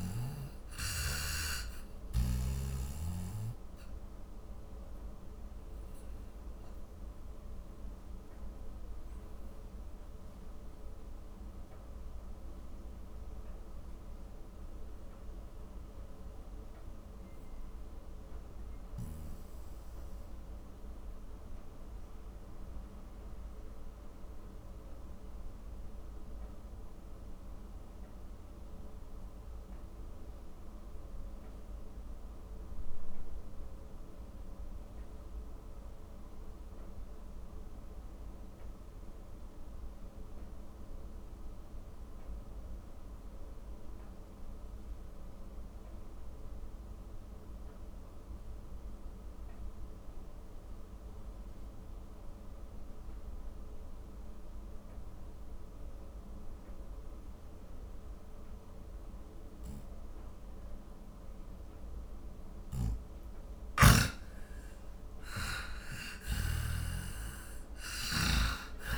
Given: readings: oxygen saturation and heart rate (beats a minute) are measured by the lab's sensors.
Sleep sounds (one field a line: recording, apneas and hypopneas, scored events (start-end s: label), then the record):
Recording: breathing in sleep by a room microphone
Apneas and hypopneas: 1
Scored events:
0.00-31.00 s: oxygen desaturation (device-marked, oxygen 85% lowest, heart rate 42 extreme)
3.50-61.50 s: obstructive apnea (oxygen 97% before, 85% lowest, heart rate 63 before, 42 extreme, up 29 after)
60.00-68.98 s: oxygen desaturation (device-marked, oxygen 97% before, 87% lowest, heart rate 48 before, 35 extreme)
63.50-68.98 s: snoring (device-marked)
64.50-68.98 s: arousal
From the record:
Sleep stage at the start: N2 (light sleep)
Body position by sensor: on the back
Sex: male